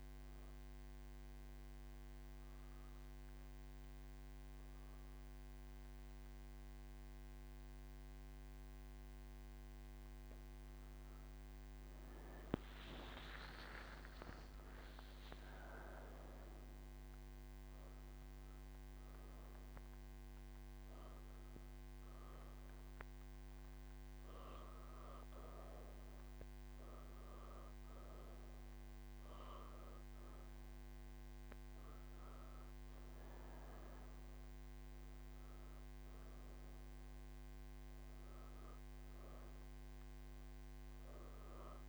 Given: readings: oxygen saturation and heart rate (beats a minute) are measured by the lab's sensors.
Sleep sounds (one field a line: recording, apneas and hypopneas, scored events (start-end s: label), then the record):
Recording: breathing in sleep, hard to hear, by a microphone on the trachea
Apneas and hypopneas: 1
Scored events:
0.50-10.50 s: obstructive apnea (oxygen 98% before, 95% lowest)
From the record:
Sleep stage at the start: N1 (lightest sleep)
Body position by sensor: on the right side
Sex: female